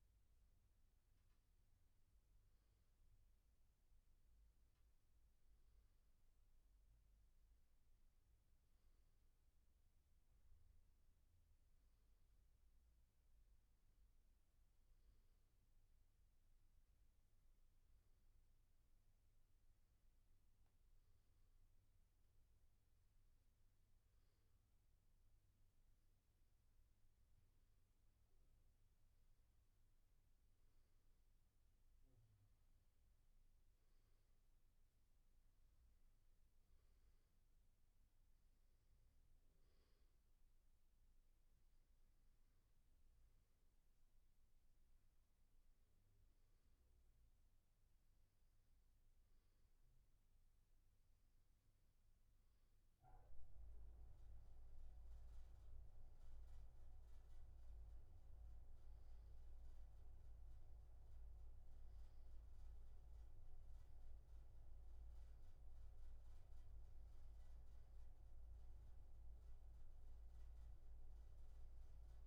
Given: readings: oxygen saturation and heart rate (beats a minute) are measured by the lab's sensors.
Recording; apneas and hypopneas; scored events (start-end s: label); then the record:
breathing in sleep, hard to hear, by a room microphone; none
none scored
From the record:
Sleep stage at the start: N2 (light sleep); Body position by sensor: on the back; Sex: male